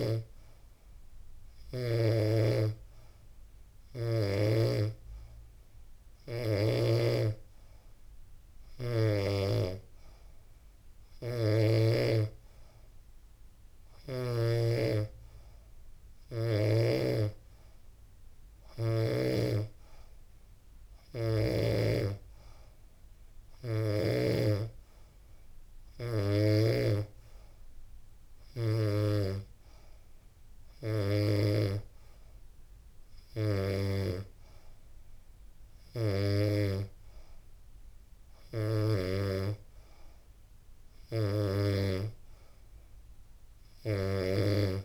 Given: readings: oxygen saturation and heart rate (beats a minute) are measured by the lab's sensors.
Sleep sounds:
breathing in sleep by a room microphone; none
0.00-4.00 s: snoring (device-marked)
0.00-7.00 s: oxygen desaturation (device-marked, oxygen 90% lowest, heart rate 85 extreme)
13.50-18.50 s: snoring (device-marked)
From the record:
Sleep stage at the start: N3 (deep sleep); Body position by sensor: on the back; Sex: female

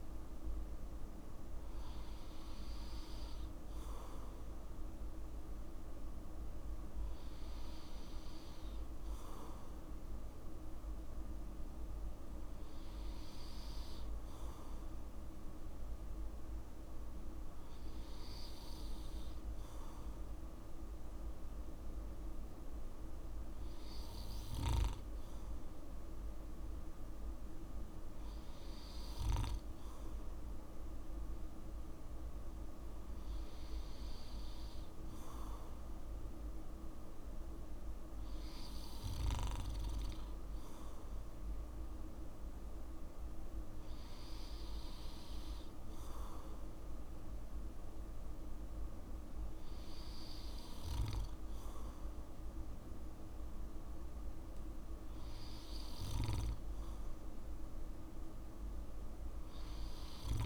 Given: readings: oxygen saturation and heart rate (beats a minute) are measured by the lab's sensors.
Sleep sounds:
breathing in sleep, hard to hear, by a room microphone; none
none scored
From the record:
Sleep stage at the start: N2 (light sleep); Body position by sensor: on the back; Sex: male

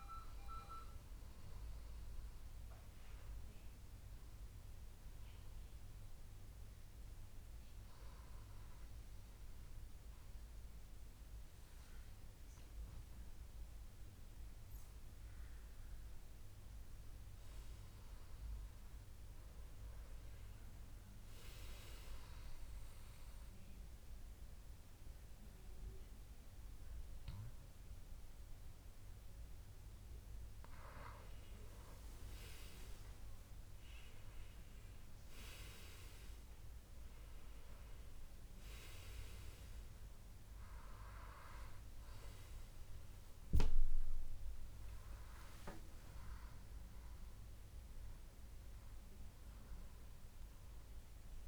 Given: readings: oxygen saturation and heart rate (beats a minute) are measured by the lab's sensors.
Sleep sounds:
breathing in sleep by a room microphone; 1
0.00-12.50 s: oxygen desaturation (device-marked, oxygen 94% lowest, heart rate 62 extreme)
15.50-18.50 s: arousal
21.50-31.50 s: obstructive apnea (oxygen 98% before, 93% lowest, heart rate 66 before, 63 extreme, up 8 after)
34.00-39.00 s: arousal
From the record:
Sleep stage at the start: N2 (light sleep); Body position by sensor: on the back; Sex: male

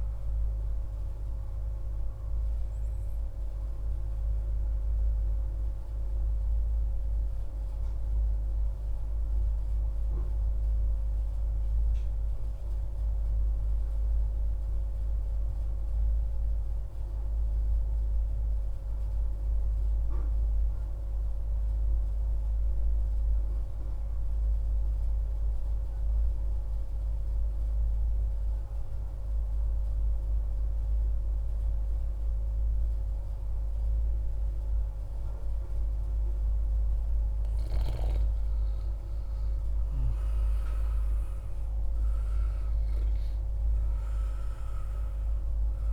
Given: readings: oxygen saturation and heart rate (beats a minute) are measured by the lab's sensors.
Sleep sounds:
breathing in sleep, hard to hear, by a room microphone; 1
2.00-36.00 s: mixed apnea (oxygen 98% before, 91% lowest, heart rate 74 before, 59 extreme, up 5 after)
30.00-45.92 s: oxygen desaturation (device-marked, oxygen 98% before, 91% lowest, heart rate 60 before, 58 extreme)
38.00-42.00 s: arousal
From the record:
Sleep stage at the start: N2 (light sleep); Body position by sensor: on the back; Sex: male

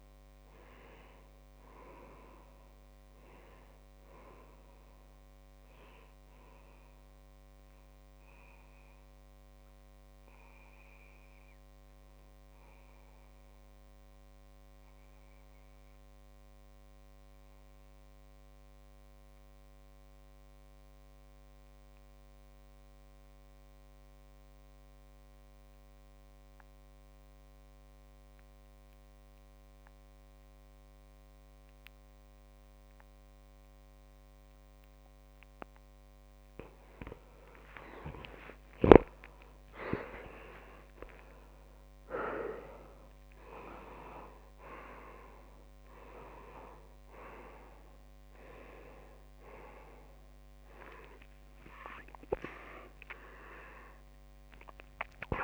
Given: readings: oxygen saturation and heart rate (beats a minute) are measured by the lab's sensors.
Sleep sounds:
breathing in sleep by a microphone on the trachea; 1
0.00-6.00 s: oxygen desaturation (device-marked, oxygen 94% lowest)
8.50-34.50 s: obstructive apnea (oxygen 99% before, 93% lowest)
36.50-40.00 s: arousal
41.00-55.44 s: oxygen desaturation (device-marked, oxygen 99% before, 94% lowest)
From the record:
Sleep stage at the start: N2 (light sleep); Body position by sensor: on the back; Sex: male

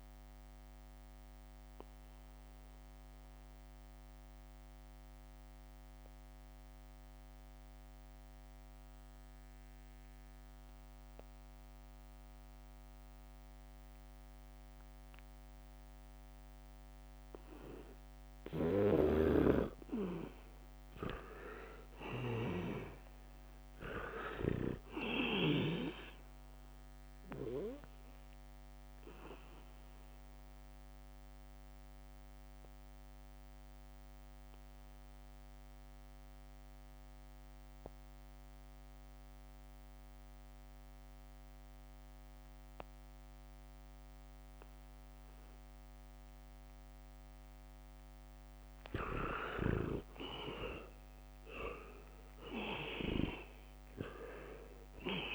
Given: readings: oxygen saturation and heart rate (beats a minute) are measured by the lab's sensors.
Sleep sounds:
breathing in sleep by a microphone on the trachea; 2
0.00-10.00 s: oxygen desaturation (device-marked, oxygen 80% lowest, heart rate 74 extreme)
0.50-19.00 s: obstructive apnea (oxygen 98% before, 80% lowest, heart rate 73 before, 74 extreme, up 4 after)
19.00-26.00 s: snoring (device-marked)
20.00-44.00 s: oxygen desaturation (device-marked, oxygen 99% before, 81% lowest, heart rate 75 before, 74 extreme)
21.00-23.00 s: leg movement (device-marked)
21.00-24.50 s: arousal
24.00-34.50 s: leg movement (device-marked)
29.50-49.00 s: obstructive apnea (oxygen 99% before, 79% lowest, heart rate 76 before, 74 extreme, up 3 after)
50.00-55.35 s: snoring (device-marked)
51.00-55.00 s: arousal
51.00-55.35 s: oxygen desaturation (device-marked, oxygen 98% before, 82% lowest, heart rate 75 before, 71 extreme)
From the record:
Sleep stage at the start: N2 (light sleep); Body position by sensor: on the back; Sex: male

